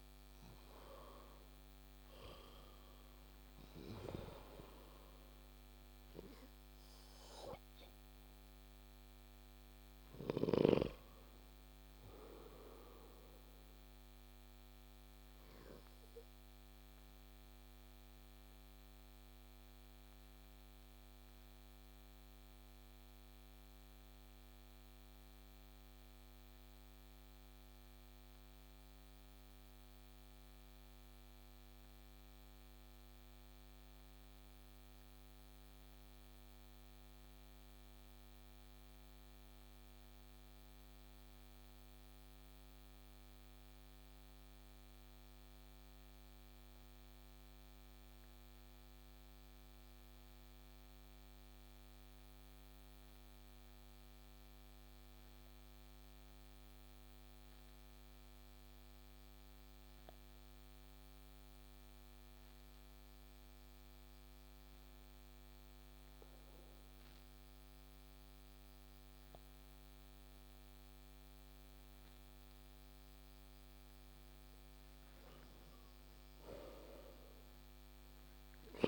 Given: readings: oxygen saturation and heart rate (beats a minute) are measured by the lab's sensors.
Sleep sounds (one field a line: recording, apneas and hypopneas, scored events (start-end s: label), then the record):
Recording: breathing in sleep by a microphone on the trachea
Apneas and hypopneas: 1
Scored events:
0.00-17.50 s: oxygen desaturation (device-marked, oxygen 90% lowest)
14.00-74.00 s: obstructive apnea (oxygen 95% before, 88% lowest)
19.50-34.50 s: oxygen desaturation (device-marked, oxygen 92% before, 88% lowest)
56.50-76.50 s: oxygen desaturation (device-marked, oxygen 97% before, 93% lowest)
76.50-78.88 s: arousal
From the record:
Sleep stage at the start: N2 (light sleep)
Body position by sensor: on the back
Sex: male